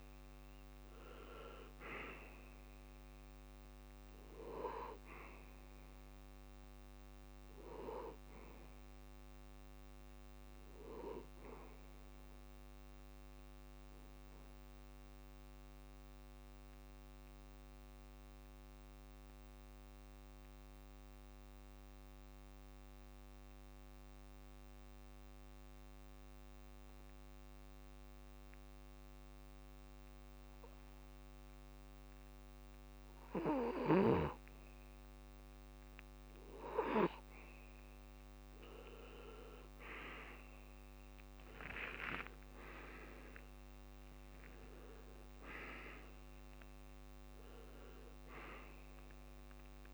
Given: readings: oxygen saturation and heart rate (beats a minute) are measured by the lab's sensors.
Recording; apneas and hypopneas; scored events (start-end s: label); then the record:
breathing in sleep by a microphone on the trachea; 1
0.00-19.00 s: oxygen desaturation (device-marked, oxygen 82% lowest, heart rate 65 extreme)
13.50-34.00 s: obstructive apnea (oxygen 97% before, 86% lowest, heart rate 72 before, 65 extreme, up 8 after)
37.00-49.94 s: oxygen desaturation (device-marked, oxygen 98% before, 87% lowest, heart rate 65 before, 64 extreme)
39.00-43.00 s: arousal
From the record:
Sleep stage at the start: N2 (light sleep); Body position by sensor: on the back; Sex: male